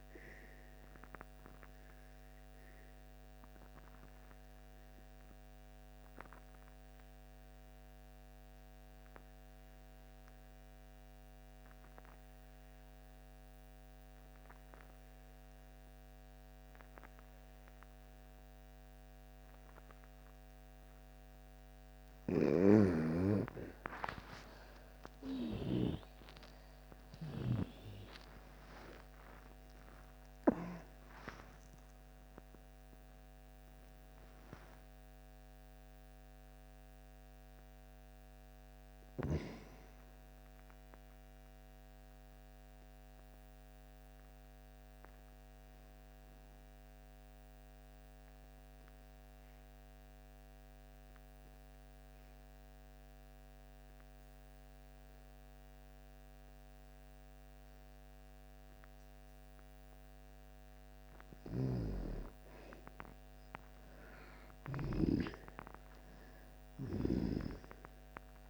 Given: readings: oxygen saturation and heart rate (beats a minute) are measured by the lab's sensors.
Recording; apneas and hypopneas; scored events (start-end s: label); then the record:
breathing in sleep by a microphone on the trachea; 2
1.00-21.00 s: obstructive apnea (oxygen 98% before, 80% lowest)
1.50-10.50 s: oxygen desaturation (device-marked, oxygen 98% before, 93% lowest)
16.50-51.50 s: oxygen desaturation (device-marked, oxygen 94% before, 80% lowest)
21.50-27.00 s: snoring (device-marked)
23.50-28.50 s: arousal
40.00-60.50 s: mixed apnea (oxygen 94% before, 79% lowest)
61.00-64.50 s: snoring (device-marked)
62.50-68.49 s: oxygen desaturation (device-marked, oxygen 99% before, 86% lowest)
63.00-67.00 s: arousal
From the record:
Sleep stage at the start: N2 (light sleep); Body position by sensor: on the back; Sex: female